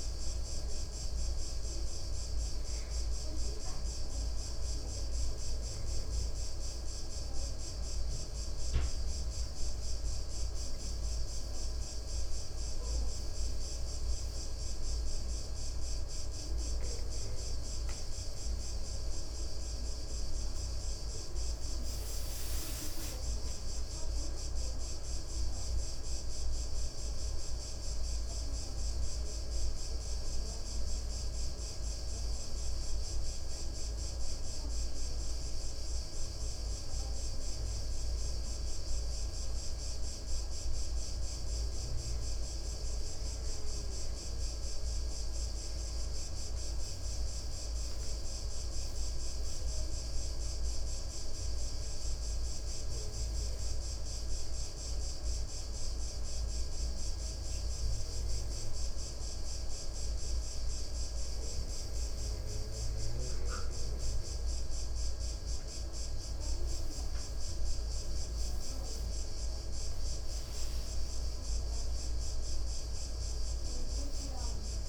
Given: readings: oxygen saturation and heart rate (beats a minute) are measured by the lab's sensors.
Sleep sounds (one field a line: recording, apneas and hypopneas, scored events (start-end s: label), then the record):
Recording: breathing in sleep, hard to hear, by a room microphone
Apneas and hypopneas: 2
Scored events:
12.50-23.00 s: hypopnea (oxygen 97% before, 94% lowest, heart rate 63 before, 58 extreme, up 10 after)
24.00-28.00 s: arousal
52.50-65.00 s: hypopnea (oxygen 97% before, 94% lowest, heart rate 60 before, 59 extreme, up 10 after)
67.00-71.50 s: arousal
From the record:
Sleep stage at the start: N2 (light sleep)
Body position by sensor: on the right side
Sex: male